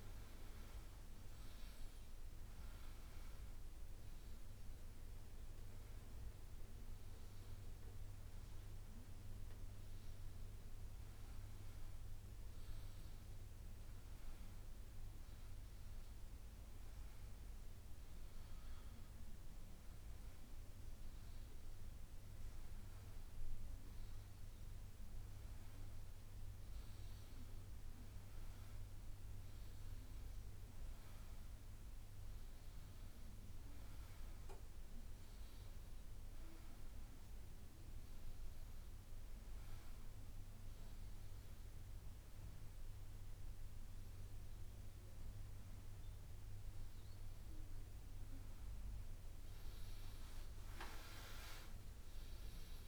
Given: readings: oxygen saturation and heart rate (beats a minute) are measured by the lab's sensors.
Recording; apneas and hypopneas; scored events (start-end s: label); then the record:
a person awake in a sleep study, hard to hear, by a room microphone; none
none scored
From the record:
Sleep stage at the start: awake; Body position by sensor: upright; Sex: male